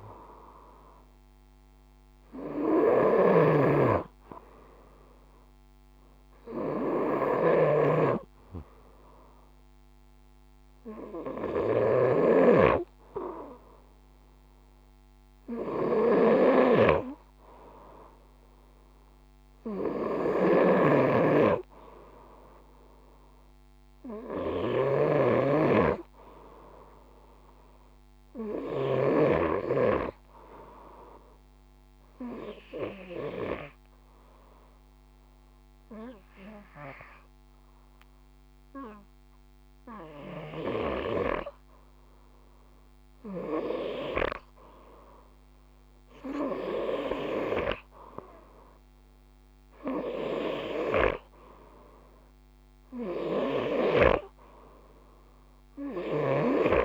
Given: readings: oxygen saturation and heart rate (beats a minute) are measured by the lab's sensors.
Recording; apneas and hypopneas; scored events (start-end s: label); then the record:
breathing in sleep by a microphone on the trachea; 1
0.00-11.50 s: oxygen desaturation (device-marked, oxygen 90% lowest, heart rate 53 extreme)
0.00-28.00 s: snoring (device-marked)
29.50-41.50 s: hypopnea (oxygen 98% before, 93% lowest, heart rate 55 before, 51 extreme, up 0 after)
45.50-50.00 s: arousal
From the record:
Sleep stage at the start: N2 (light sleep); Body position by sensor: on the front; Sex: male